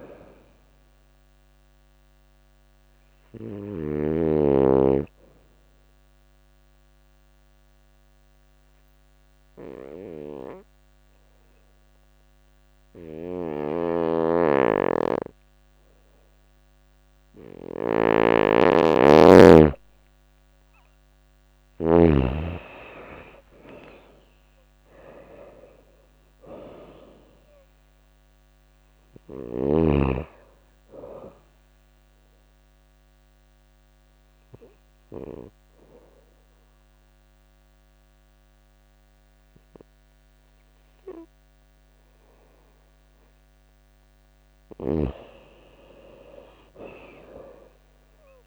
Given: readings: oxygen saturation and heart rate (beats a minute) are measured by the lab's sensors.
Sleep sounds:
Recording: breathing in sleep by a microphone on the trachea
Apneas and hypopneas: 2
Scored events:
0.00-3.50 s: snoring (device-marked)
0.00-16.00 s: oxygen desaturation (device-marked, oxygen 88% lowest, heart rate 84 extreme)
1.50-18.00 s: obstructive apnea (oxygen 98% before, 86% lowest, heart rate 85 before, 84 extreme, up 14 after)
12.50-21.50 s: snoring (device-marked)
20.00-24.00 s: arousal
27.00-46.00 s: oxygen desaturation (device-marked, oxygen 97% before, 86% lowest, heart rate 88 before, 84 extreme)
31.50-44.00 s: obstructive apnea (oxygen 97% before, 86% lowest, heart rate 89 before, 84 extreme, up 4 after)
46.00-48.47 s: arousal
From the record:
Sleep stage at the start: N2 (light sleep)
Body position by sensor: on the right side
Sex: female

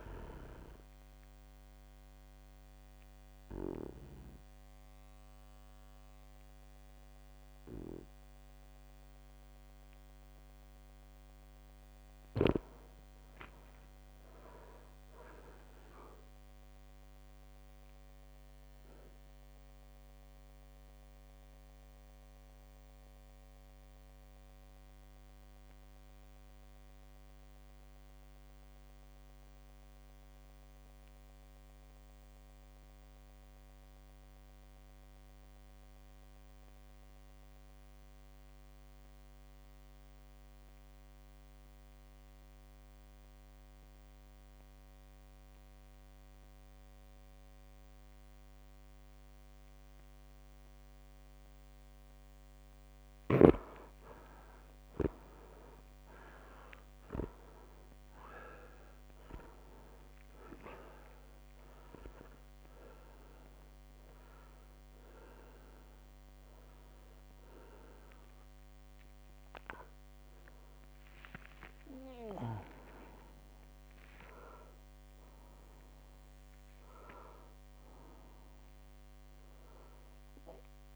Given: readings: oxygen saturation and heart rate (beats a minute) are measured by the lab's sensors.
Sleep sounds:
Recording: breathing in sleep by a microphone on the trachea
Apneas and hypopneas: 2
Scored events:
1.00-11.00 s: obstructive apnea (oxygen 100% before, 91% lowest, heart rate 60 before, 54 extreme, up 6 after)
11.50-24.50 s: oxygen desaturation (device-marked, oxygen 98% before, 95% lowest, heart rate 58 before, 57 extreme)
12.50-15.50 s: arousal
17.50-30.50 s: drop in pulse transit time (device-marked, heart rate 58 before, 57 extreme)
18.00-51.50 s: obstructive apnea (oxygen 99% before, 88% lowest, heart rate 58 before, 56 extreme, up 5 after)
47.50-80.96 s: oxygen desaturation (device-marked, oxygen 99% before, 88% lowest, heart rate 58 before, 57 extreme)
63.50-80.96 s: new sleep stage, awake
71.00-73.00 s: long interval between heartbeats (device-marked, heart rate 61 before, 70 extreme)
73.50-74.50 s: drop in pulse transit time (device-marked, heart rate 63 before, 80 extreme)
74.00-76.00 s: long interval between heartbeats (device-marked, heart rate 63 before, 80 extreme)
76.50-80.96 s: drop in pulse transit time (device-marked, heart rate 66 before, 64 extreme)
From the record:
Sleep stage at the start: N2 (light sleep)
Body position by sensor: on the back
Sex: male

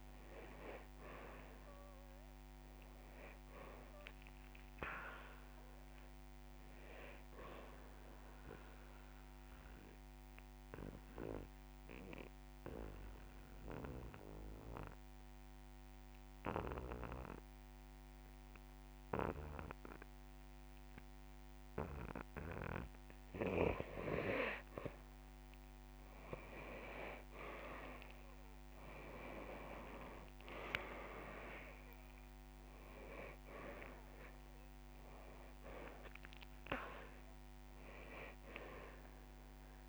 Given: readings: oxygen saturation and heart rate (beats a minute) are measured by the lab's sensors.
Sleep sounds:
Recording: breathing in sleep by a microphone on the trachea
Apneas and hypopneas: 1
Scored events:
9.00-22.50 s: obstructive apnea (oxygen 98% before, 92% lowest)
28.00-32.00 s: arousal
33.50-39.89 s: oxygen desaturation (device-marked, oxygen 97% before, 93% lowest)
From the record:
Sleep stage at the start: N2 (light sleep)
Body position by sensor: on the back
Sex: male

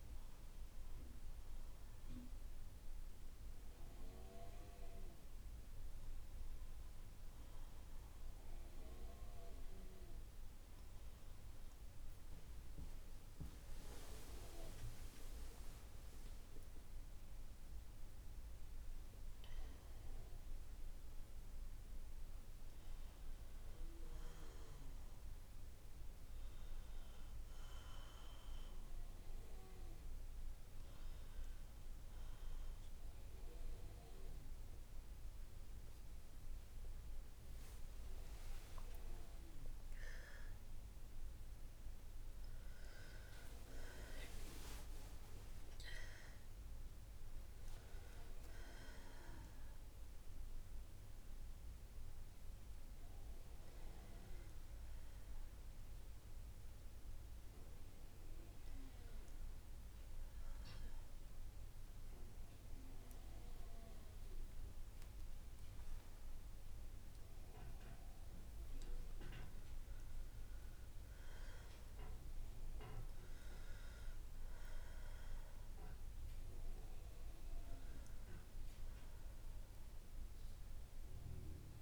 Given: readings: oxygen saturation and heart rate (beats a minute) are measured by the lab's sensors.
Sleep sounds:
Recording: breathing in sleep by a room microphone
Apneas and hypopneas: 2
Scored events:
0.00-3.50 s: oxygen desaturation (device-marked, oxygen 86% lowest, heart rate 59 extreme)
11.50-21.50 s: obstructive apnea (oxygen 94% before, 89% lowest, heart rate 60 before, 61 extreme, up 2 after)
26.00-30.00 s: arousal
28.50-42.50 s: oxygen desaturation (device-marked, oxygen 93% before, 89% lowest, heart rate 62 before, 59 extreme)
49.50-59.50 s: oxygen desaturation (device-marked, oxygen 93% before, 90% lowest, heart rate 62 before, 59 extreme)
59.00-69.50 s: obstructive apnea (oxygen 93% before, 89% lowest, heart rate 62 before, 60 extreme, up 4 after)
72.00-75.50 s: arousal
72.50-81.82 s: oxygen desaturation (device-marked, oxygen 95% before, 89% lowest, heart rate 61 before, 60 extreme)
From the record:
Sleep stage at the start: N2 (light sleep)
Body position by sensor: on the right side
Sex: female

